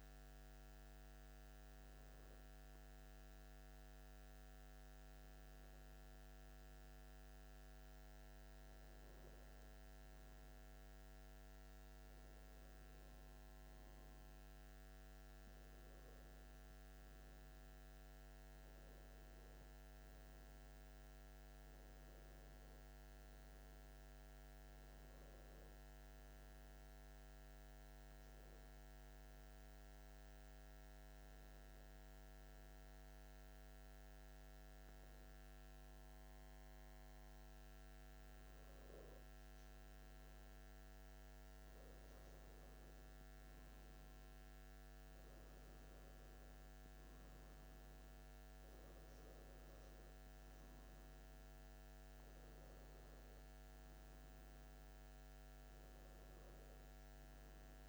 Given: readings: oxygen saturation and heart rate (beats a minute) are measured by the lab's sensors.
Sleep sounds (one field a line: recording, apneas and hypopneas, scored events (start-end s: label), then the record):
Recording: breathing in sleep, hard to hear, by a microphone on the trachea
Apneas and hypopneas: 1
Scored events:
27.00-40.00 s: hypopnea (oxygen 97% before, 93% lowest)
42.00-47.00 s: arousal
From the record:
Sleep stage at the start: N1 (lightest sleep)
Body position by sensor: on the back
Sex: male